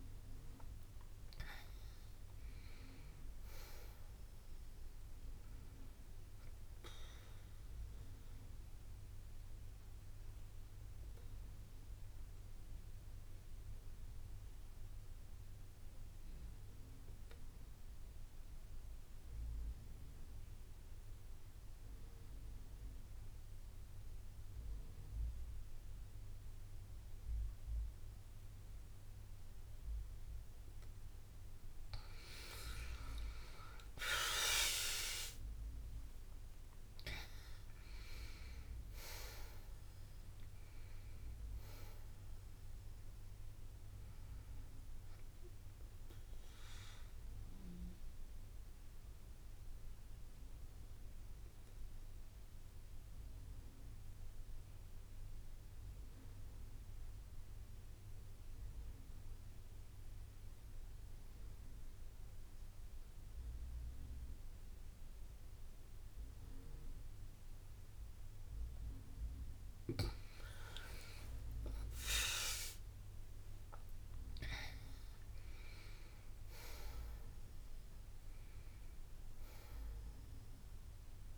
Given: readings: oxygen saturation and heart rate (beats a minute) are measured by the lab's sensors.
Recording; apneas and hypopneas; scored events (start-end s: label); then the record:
breathing in sleep by a room microphone; 2
0.00-1.50 s: arousal
0.00-10.50 s: drop in pulse transit time (device-marked, heart rate 62 extreme)
8.00-30.00 s: mixed apnea (oxygen 97% before, 91% lowest, heart rate 63 before, 58 extreme, up 7 after)
9.50-18.50 s: bradycardia (device-marked, heart rate 64 before, 58 extreme)
30.50-58.50 s: oxygen desaturation (device-marked, oxygen 98% before, 91% lowest, heart rate 60 before, 58 extreme)
32.50-35.50 s: arousal
32.50-45.50 s: drop in pulse transit time (device-marked, heart rate 60 before, 61 extreme)
45.50-51.50 s: bradycardia (device-marked, heart rate 64 before, 58 extreme)
46.50-69.50 s: mixed apnea (oxygen 98% before, 91% lowest, heart rate 64 before, 58 extreme, up 5 after)
71.50-75.00 s: arousal
72.50-81.38 s: drop in pulse transit time (device-marked, heart rate 60 before, 62 extreme)
78.50-81.38 s: oxygen desaturation (device-marked, oxygen 97% before, 93% lowest, heart rate 62 before, 59 extreme)
From the record:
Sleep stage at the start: N2 (light sleep); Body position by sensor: on the back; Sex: female